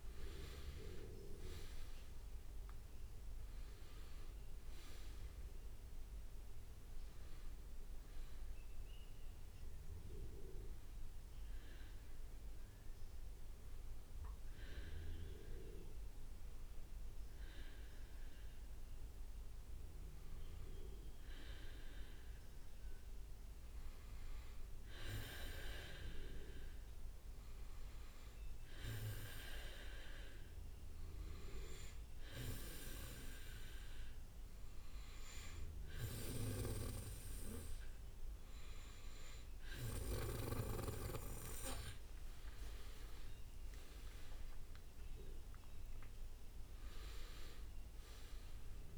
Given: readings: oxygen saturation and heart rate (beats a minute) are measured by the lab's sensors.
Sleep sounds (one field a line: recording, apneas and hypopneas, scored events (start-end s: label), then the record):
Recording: breathing in sleep by a room microphone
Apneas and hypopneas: 1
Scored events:
0.00-4.50 s: arousal
0.00-19.50 s: oxygen desaturation (device-marked, oxygen 94% lowest, heart rate 64 extreme)
1.50-3.00 s: leg movement (device-marked)
13.00-37.50 s: hypopnea (oxygen 98% before, 95% lowest, heart rate 68 before, 64 extreme, up 3 after)
30.50-48.98 s: oxygen desaturation (device-marked, oxygen 99% before, 95% lowest, heart rate 66 before, 64 extreme)
41.50-44.00 s: leg movement (device-marked)
42.50-47.00 s: arousal
From the record:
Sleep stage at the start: N2 (light sleep)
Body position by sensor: on the back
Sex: male